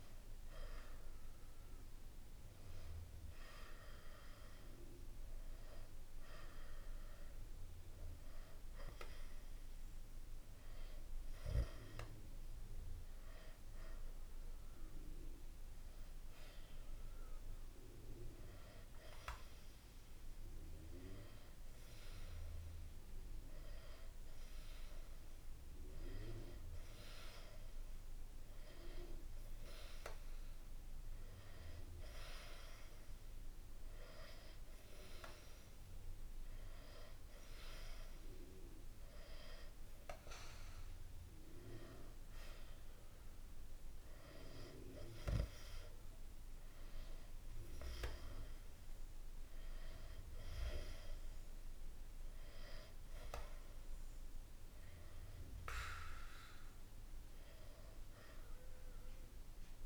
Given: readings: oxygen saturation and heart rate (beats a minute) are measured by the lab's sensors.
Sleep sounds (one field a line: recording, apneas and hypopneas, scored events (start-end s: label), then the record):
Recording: breathing in sleep by a room microphone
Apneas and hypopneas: none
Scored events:
none scored
From the record:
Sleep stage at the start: N2 (light sleep)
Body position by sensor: on the back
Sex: male